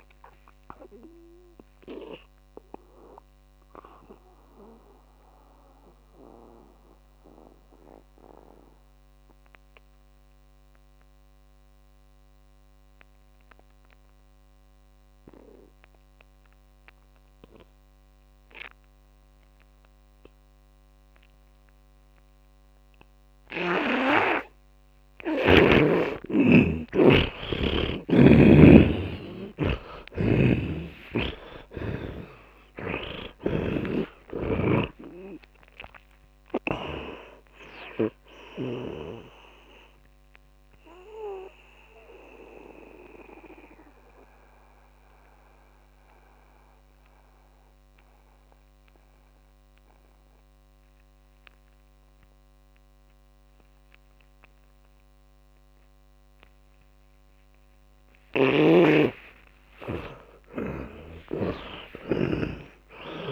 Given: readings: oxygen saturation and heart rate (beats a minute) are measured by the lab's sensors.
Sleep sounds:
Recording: breathing in sleep by a microphone on the trachea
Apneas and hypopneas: 2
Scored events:
0.00-15.00 s: oxygen desaturation (device-marked, oxygen 76% lowest)
0.50-25.00 s: mixed apnea (oxygen 100% before, 76% lowest)
23.00-56.00 s: oxygen desaturation (device-marked, oxygen 100% before, 78% lowest)
27.00-32.50 s: arousal
34.00-37.50 s: snoring (device-marked)
42.00-59.00 s: mixed apnea (oxygen 100% before, 78% lowest)
60.00-63.32 s: arousal
61.00-63.32 s: snoring (device-marked)
From the record:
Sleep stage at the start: N2 (light sleep)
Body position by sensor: on the back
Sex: male

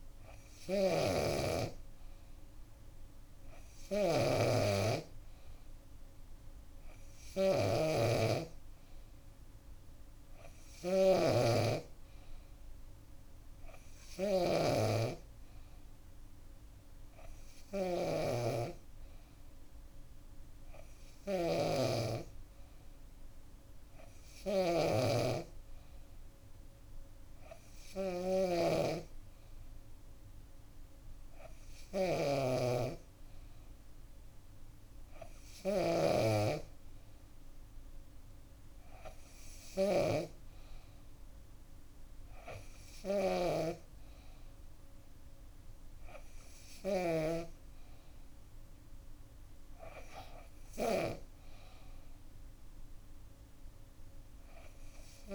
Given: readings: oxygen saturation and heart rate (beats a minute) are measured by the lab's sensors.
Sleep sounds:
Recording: breathing in sleep by a room microphone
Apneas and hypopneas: none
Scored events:
0.00-47.00 s: snoring (device-marked)
46.00-55.34 s: new sleep stage, N2 (light sleep)
49.00-53.00 s: arousal
From the record:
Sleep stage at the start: N3 (deep sleep)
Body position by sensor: on the back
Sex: female

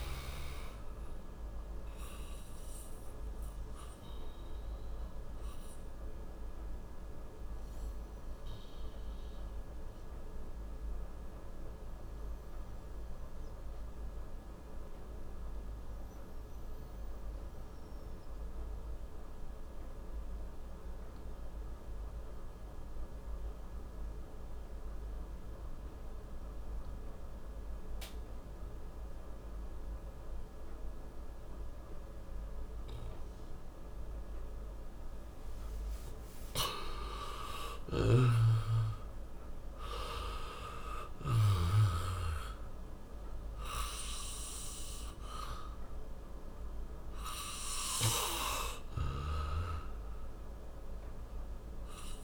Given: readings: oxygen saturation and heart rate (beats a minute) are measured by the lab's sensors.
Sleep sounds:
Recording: breathing in sleep by a room microphone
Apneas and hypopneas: 1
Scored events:
0.00-29.50 s: oxygen desaturation (device-marked, oxygen 86% lowest, heart rate 37 extreme)
4.00-33.00 s: obstructive apnea (oxygen 99% before, 86% lowest, heart rate 60 before, 44 extreme, up 33 after)
36.00-40.50 s: arousal
From the record:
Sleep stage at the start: N2 (light sleep)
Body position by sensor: on the back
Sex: male

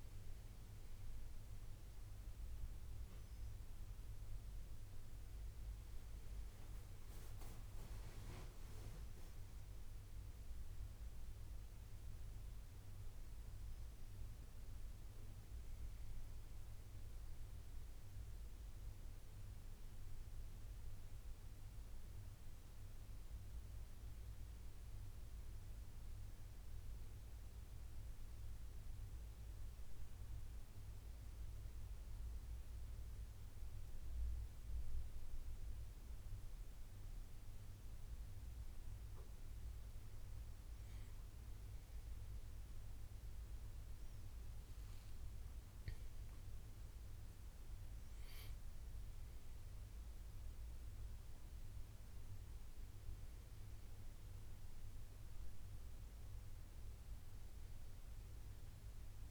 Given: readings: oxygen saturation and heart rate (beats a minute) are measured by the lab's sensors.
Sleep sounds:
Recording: breathing in sleep, hard to hear, by a room microphone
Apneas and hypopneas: none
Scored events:
51.00-59.31 s: new sleep stage, awake
From the record:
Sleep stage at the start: N1 (lightest sleep)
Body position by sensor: on the back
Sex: male

